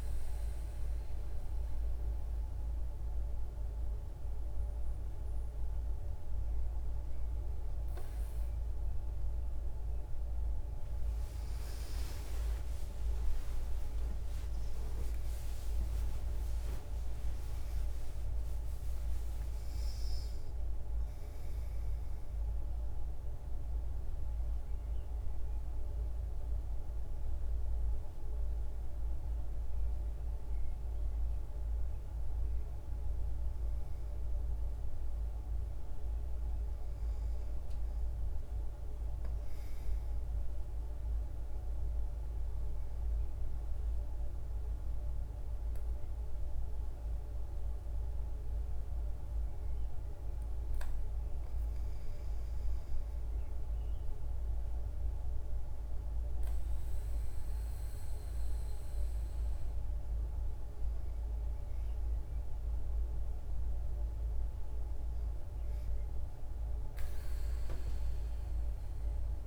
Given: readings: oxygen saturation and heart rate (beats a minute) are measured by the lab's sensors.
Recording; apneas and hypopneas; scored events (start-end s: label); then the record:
breathing in sleep, hard to hear, by a room microphone; none
11.50-16.50 s: arousal
15.50-69.47 s: new sleep stage, N1 (lightest sleep)
43.50-53.50 s: oxygen desaturation (device-marked, oxygen 97% before, 92% lowest, heart rate 70 before, 57 extreme)
From the record:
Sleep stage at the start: N2 (light sleep); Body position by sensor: on the back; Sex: female